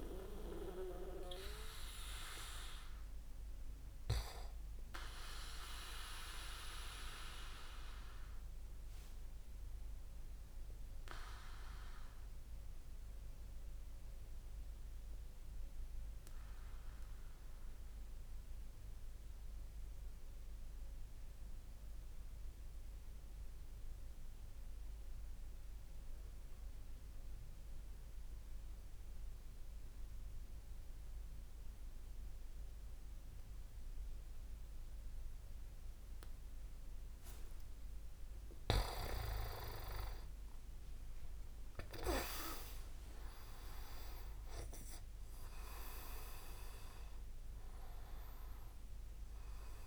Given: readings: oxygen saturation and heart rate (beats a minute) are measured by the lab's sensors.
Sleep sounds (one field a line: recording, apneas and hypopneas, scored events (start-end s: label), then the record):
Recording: breathing in sleep by a room microphone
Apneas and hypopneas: 1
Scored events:
0.00-16.00 s: oxygen desaturation (device-marked, oxygen 89% lowest)
6.50-37.50 s: obstructive apnea (oxygen 98% before, 89% lowest)
34.00-49.87 s: oxygen desaturation (device-marked, oxygen 97% before, 89% lowest)
37.00-40.50 s: leg movement (device-marked)
39.50-44.00 s: arousal
40.50-46.50 s: leg movement (device-marked)
From the record:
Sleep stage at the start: N2 (light sleep)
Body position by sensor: on the back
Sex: male